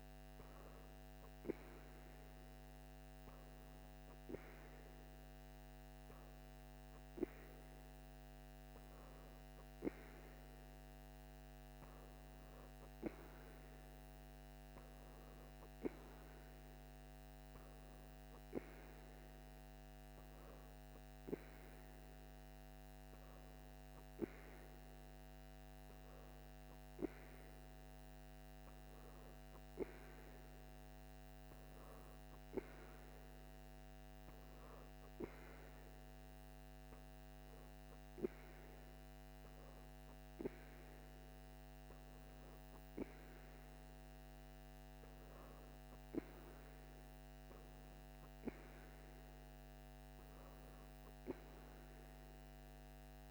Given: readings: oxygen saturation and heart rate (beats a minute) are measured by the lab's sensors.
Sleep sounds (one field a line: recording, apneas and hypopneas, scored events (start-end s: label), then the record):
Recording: breathing in sleep by a microphone on the trachea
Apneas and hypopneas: none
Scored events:
none scored
From the record:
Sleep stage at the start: N3 (deep sleep)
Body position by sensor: on the back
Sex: female